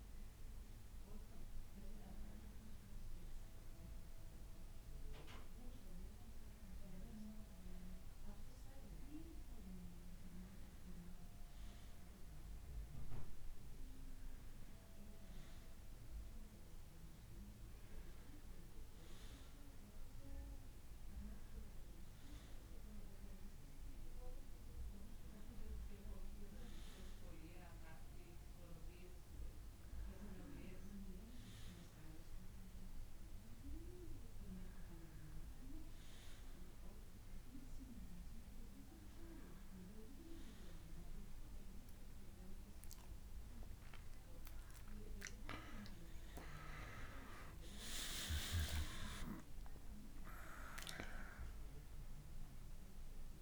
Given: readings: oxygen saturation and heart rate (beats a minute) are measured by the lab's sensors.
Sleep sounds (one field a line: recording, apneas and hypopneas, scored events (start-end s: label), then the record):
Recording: breathing in sleep by a room microphone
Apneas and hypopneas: none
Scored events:
45.50-50.00 s: arousal
From the record:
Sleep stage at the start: N1 (lightest sleep)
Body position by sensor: on the back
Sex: male